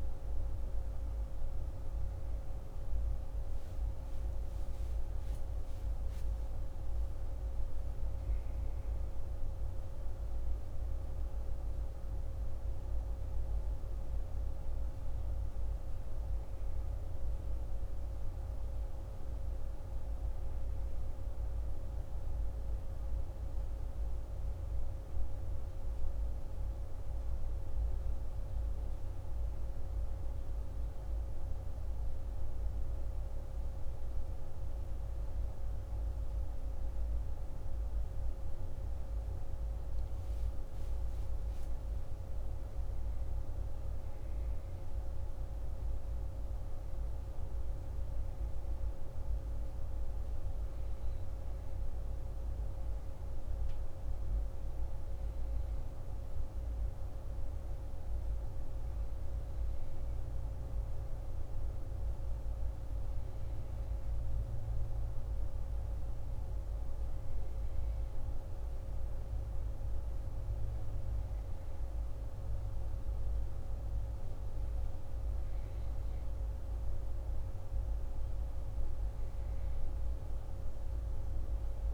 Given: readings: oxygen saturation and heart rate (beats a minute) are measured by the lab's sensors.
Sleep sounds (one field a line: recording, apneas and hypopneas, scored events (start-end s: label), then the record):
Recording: a person awake in a sleep study, hard to hear, by a room microphone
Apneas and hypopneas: none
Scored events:
none scored
From the record:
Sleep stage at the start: awake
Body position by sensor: on the back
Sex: male